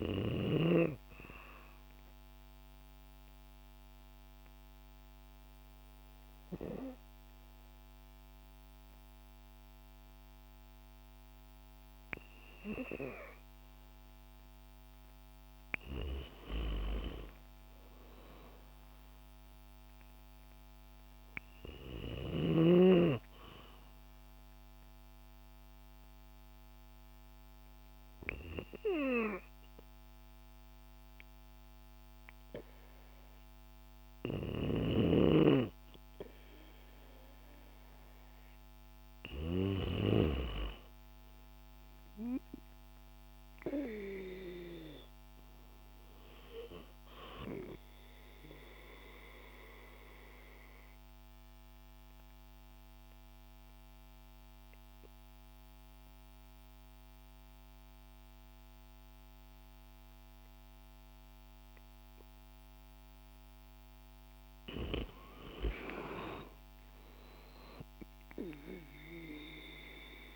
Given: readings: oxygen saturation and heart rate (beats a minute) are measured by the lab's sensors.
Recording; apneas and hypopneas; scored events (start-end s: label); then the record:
breathing in sleep by a microphone on the trachea; 3
0.50-13.00 s: obstructive apnea (oxygen 96% before, 93% lowest, heart rate 66 before, 58 extreme, up 6 after)
18.00-21.50 s: arousal
23.50-36.00 s: obstructive apnea (oxygen 96% before, 92% lowest, heart rate 109 before, 46 extreme)
33.50-39.00 s: snoring (device-marked)
39.00-43.00 s: arousal
48.00-62.00 s: obstructive apnea (oxygen 96% before, 92% lowest, heart rate 121 before, 46 extreme)
64.50-68.50 s: arousal
From the record:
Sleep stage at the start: N2 (light sleep); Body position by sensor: on the back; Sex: female